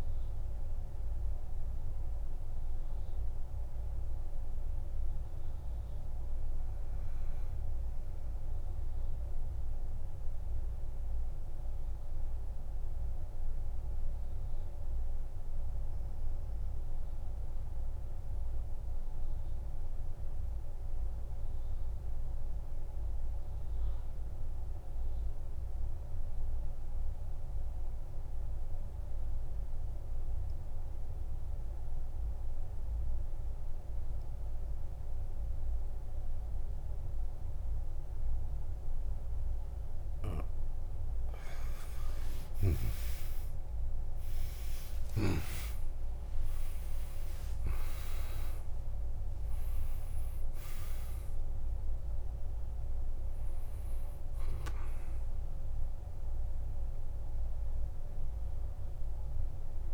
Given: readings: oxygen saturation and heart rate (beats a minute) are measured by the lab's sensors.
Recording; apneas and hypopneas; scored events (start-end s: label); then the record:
breathing in sleep, hard to hear, by a room microphone; 1
0.00-15.50 s: oxygen desaturation (device-marked, oxygen 83% lowest, heart rate 54 extreme)
9.50-40.50 s: mixed apnea (oxygen 94% before, 82% lowest, heart rate 60 before, 54 extreme, up 42 after)
16.50-46.50 s: new sleep stage, N1 (lightest sleep)
38.50-59.94 s: oxygen desaturation (device-marked, oxygen 98% before, 82% lowest, heart rate 56 before, 52 extreme)
42.50-45.50 s: arousal
45.50-47.50 s: long interval between heartbeats (device-marked, heart rate 59 before, 88 extreme)
46.50-59.94 s: new sleep stage, N2 (light sleep)
48.00-50.00 s: long interval between heartbeats (device-marked, heart rate 62 before, 99 extreme)
From the record:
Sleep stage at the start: N2 (light sleep); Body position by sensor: on the back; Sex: male